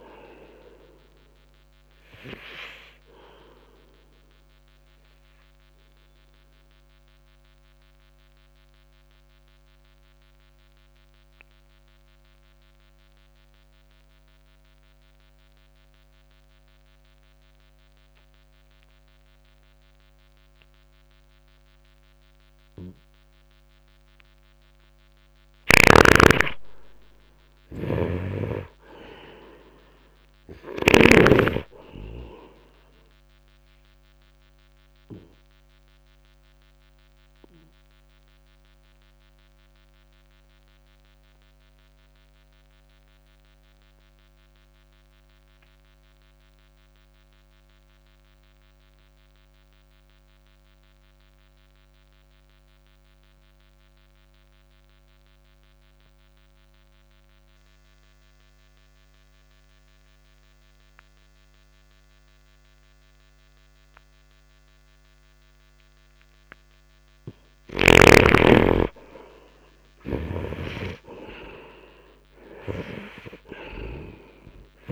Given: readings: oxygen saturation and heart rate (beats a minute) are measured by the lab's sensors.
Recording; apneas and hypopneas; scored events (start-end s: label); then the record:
breathing in sleep by a microphone on the trachea; 2
0.00-19.50 s: oxygen desaturation (device-marked, oxygen 70% lowest, heart rate 62 extreme)
2.00-24.00 s: obstructive apnea (oxygen 96% before, 70% lowest, heart rate 57 before, 62 extreme)
26.00-29.50 s: arousal
33.50-67.00 s: obstructive apnea (oxygen 96% before, 71% lowest, heart rate 67 before, 45 extreme, up 14 after)
38.50-56.50 s: oxygen desaturation (device-marked, oxygen 96% before, 80% lowest, heart rate 65 before, 45 extreme)
63.50-74.92 s: oxygen desaturation (device-marked, oxygen 96% before, 71% lowest, heart rate 59 before, 48 extreme)
69.00-72.50 s: arousal
70.00-74.00 s: snoring (device-marked)
From the record:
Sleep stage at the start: N2 (light sleep); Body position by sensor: on the right side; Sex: male